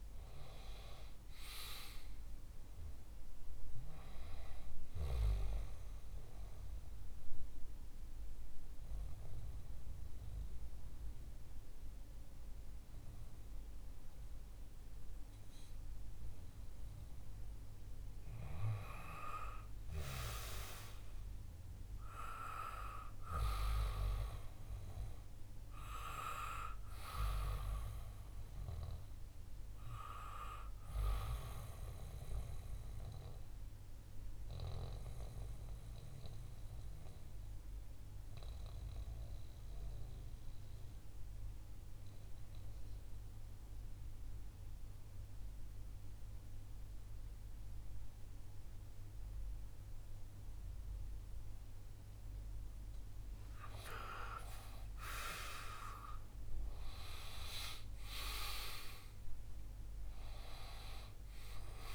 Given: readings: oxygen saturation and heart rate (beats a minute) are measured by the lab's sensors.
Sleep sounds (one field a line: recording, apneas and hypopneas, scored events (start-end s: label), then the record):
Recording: breathing in sleep by a room microphone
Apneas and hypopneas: 2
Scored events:
6.50-18.50 s: obstructive apnea (oxygen 99% before, 92% lowest, heart rate 67 before, 63 extreme, up 4 after)
20.50-24.50 s: arousal
26.50-45.50 s: oxygen desaturation (device-marked, oxygen 97% before, 94% lowest, heart rate 65 before, 64 extreme)
32.50-52.50 s: mixed apnea (oxygen 97% before, 92% lowest, heart rate 65 before, 64 extreme, up 3 after)
32.50-61.95 s: new sleep stage, N2 (light sleep)
55.00-59.50 s: arousal
58.50-61.95 s: oxygen desaturation (device-marked, oxygen 98% before, 92% lowest, heart rate 67 before, 63 extreme)
From the record:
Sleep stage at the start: N1 (lightest sleep)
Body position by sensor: on the back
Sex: male